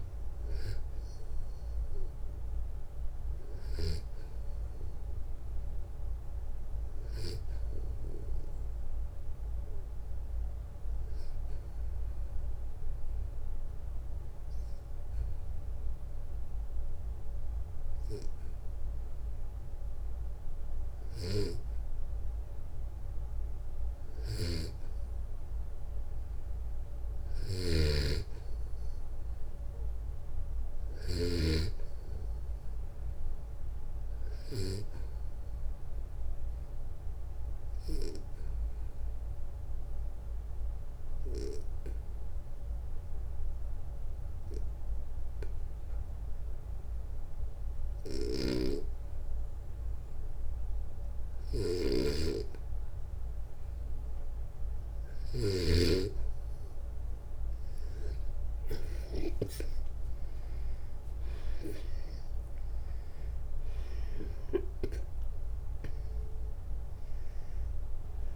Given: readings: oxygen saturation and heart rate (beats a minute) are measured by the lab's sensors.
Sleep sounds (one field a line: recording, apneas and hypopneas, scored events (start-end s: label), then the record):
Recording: breathing in sleep by a room microphone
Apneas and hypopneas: 2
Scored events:
0.00-3.50 s: arousal
12.00-23.00 s: obstructive apnea (oxygen 97% before, 92% lowest, heart rate 62 before, 59 extreme, up 3 after)
23.50-30.50 s: snoring (device-marked)
26.50-30.00 s: arousal
37.00-54.00 s: obstructive apnea (oxygen 96% before, 89% lowest, heart rate 61 before, 58 extreme, up 7 after)
47.50-55.00 s: snoring (device-marked)
48.00-63.00 s: oxygen desaturation (device-marked, oxygen 95% before, 92% lowest, heart rate 61 before, 58 extreme)
60.00-65.00 s: arousal
From the record:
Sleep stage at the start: N2 (light sleep)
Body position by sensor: on the back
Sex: male